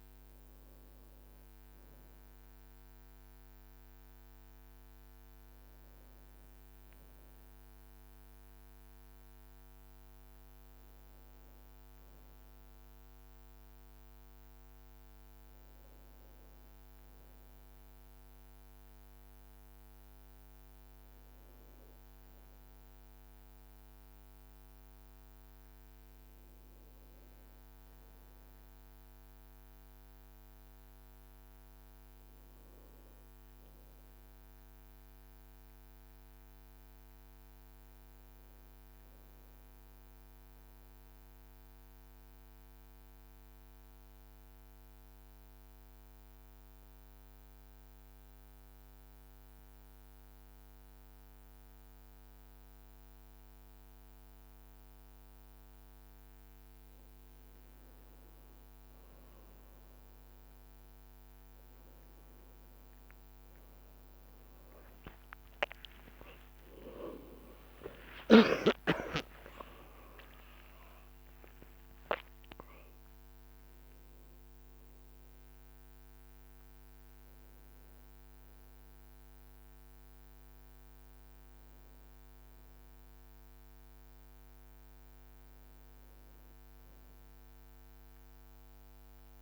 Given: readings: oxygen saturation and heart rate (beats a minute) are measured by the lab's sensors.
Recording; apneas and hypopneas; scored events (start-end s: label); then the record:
breathing in sleep by a microphone on the trachea; 1
27.50-57.50 s: new sleep stage, N2 (light sleep)
32.50-37.00 s: arousal
40.50-55.50 s: central apnea (oxygen 99% before, 92% lowest, heart rate 54 before, 52 extreme, up 3 after)
44.50-80.50 s: oxygen desaturation (device-marked, oxygen 98% before, 92% lowest, heart rate 54 before, 52 extreme)
48.50-49.50 s: leg movement (device-marked)
57.50-89.42 s: new sleep stage, N1 (lightest sleep)
64.50-72.00 s: leg movement (device-marked)
65.00-71.00 s: arousal
From the record:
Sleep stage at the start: N1 (lightest sleep); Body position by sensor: on the back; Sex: male